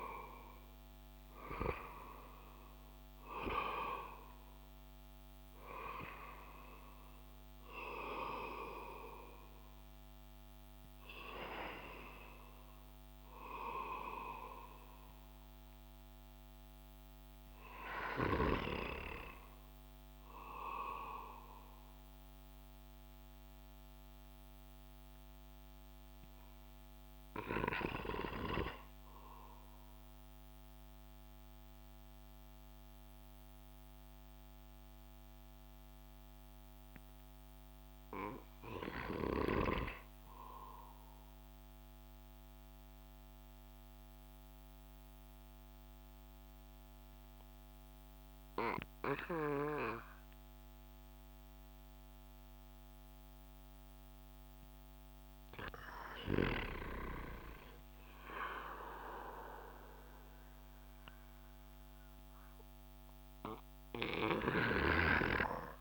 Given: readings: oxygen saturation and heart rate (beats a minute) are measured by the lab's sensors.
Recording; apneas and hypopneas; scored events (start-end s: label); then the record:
breathing in sleep by a microphone on the trachea; 1
0.00-2.50 s: arousal
0.00-29.00 s: oxygen desaturation (device-marked, oxygen 79% lowest)
23.00-54.00 s: obstructive apnea (oxygen 87% before, 79% lowest)
55.50-59.50 s: arousal
58.00-65.81 s: oxygen desaturation (device-marked, oxygen 97% before, 91% lowest)
From the record:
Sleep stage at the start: REM sleep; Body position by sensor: on the back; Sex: male